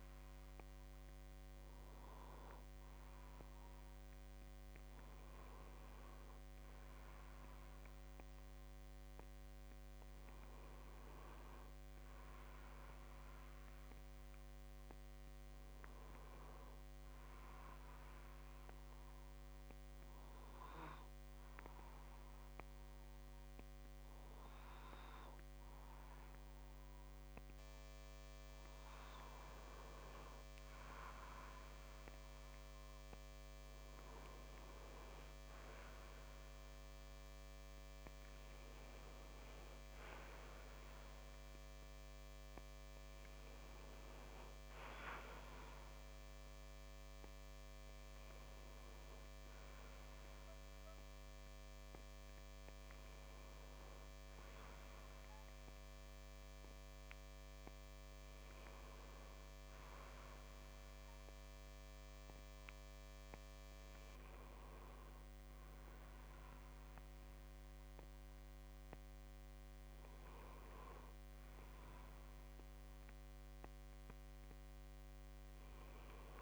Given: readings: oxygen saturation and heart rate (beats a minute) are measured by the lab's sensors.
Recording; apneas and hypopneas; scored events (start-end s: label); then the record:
breathing in sleep by a microphone on the trachea; none
none scored
From the record:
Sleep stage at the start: REM sleep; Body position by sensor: on the back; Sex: male